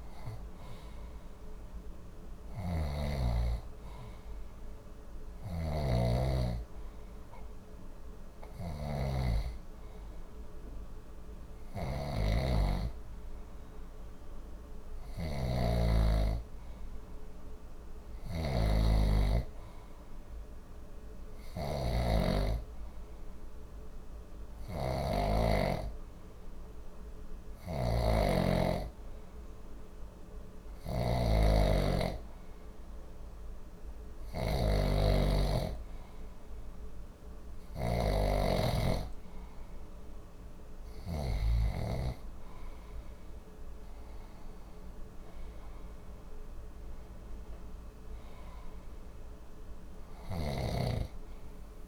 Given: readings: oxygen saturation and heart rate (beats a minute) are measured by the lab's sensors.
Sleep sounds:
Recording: breathing in sleep by a room microphone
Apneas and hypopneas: none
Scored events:
2.00-41.50 s: snoring (device-marked)
7.00-51.88 s: new sleep stage, N2 (light sleep)
50.00-51.88 s: snoring (device-marked)
From the record:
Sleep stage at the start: N1 (lightest sleep)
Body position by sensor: on the left side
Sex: male

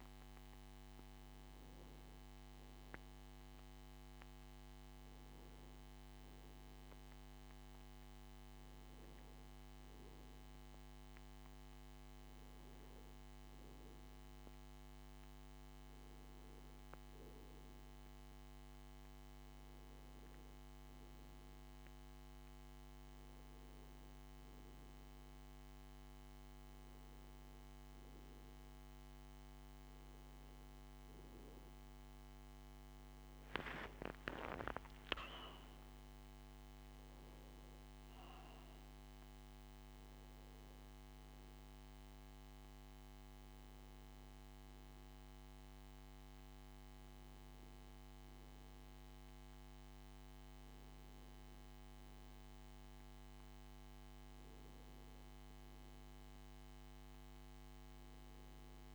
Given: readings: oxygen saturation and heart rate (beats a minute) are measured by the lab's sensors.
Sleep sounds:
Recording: a person partly awake in a sleep study, hard to hear, by a microphone on the trachea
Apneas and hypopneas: none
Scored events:
9.50-58.95 s: new sleep stage, N2 (light sleep)
24.50-50.50 s: oxygen desaturation (device-marked, oxygen 97% before, 93% lowest, heart rate 65 before, 61 extreme)
30.50-34.00 s: arousal
From the record:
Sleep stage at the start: awake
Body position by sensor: on the back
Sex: male

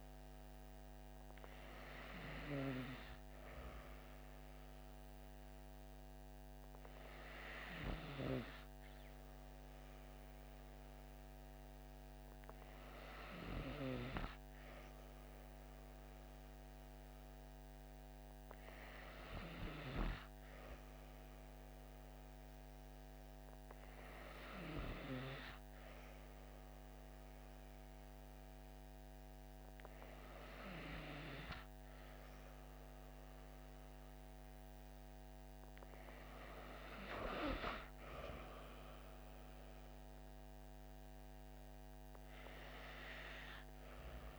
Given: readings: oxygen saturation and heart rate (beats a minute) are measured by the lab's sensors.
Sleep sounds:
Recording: breathing in sleep by a microphone on the trachea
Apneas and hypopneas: none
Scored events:
none scored
From the record:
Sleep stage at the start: N2 (light sleep)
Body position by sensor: on the back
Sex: female

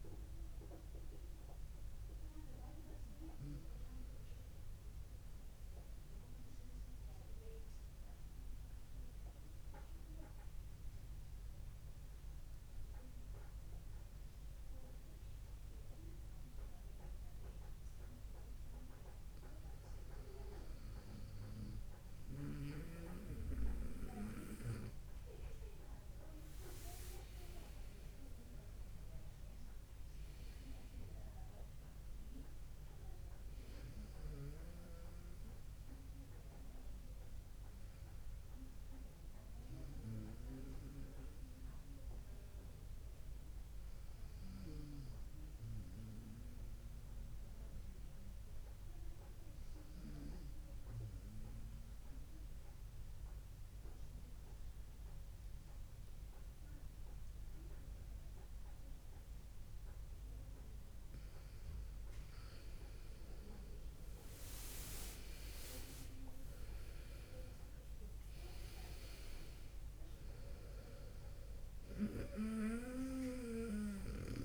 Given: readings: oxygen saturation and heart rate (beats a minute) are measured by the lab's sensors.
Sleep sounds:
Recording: breathing in sleep by a room microphone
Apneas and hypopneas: 2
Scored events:
4.50-19.50 s: central apnea (oxygen 98% before, 95% lowest, heart rate 64 before, 58 extreme, up 1 after)
23.00-26.00 s: arousal
26.50-37.50 s: oxygen desaturation (device-marked, oxygen 99% before, 95% lowest, heart rate 61 before, 58 extreme)
41.00-60.50 s: obstructive apnea (oxygen 99% before, 95% lowest, heart rate 60 before, 58 extreme, up 11 after)
63.50-68.00 s: arousal
From the record:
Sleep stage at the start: N2 (light sleep)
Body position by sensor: on the right side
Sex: male

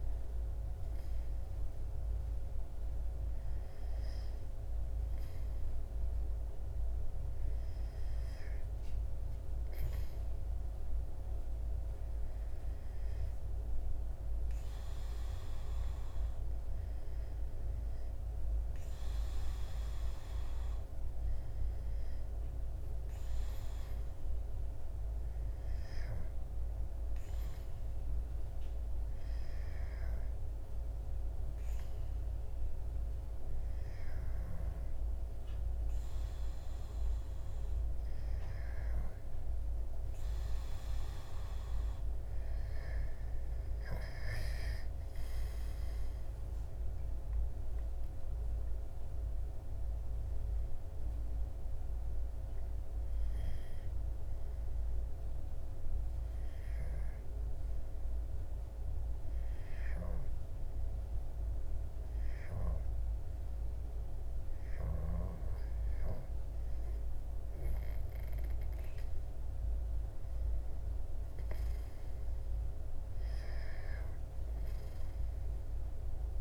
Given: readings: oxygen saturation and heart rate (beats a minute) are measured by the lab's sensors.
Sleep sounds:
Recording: breathing in sleep, hard to hear, by a room microphone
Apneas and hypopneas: 1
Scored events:
45.50-49.00 s: arousal
52.50-64.00 s: hypopnea (oxygen 96% before, 94% lowest, heart rate 78 before, 70 extreme, up 4 after)
69.50-72.50 s: arousal
From the record:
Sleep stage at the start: N2 (light sleep)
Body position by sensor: on the back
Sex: male

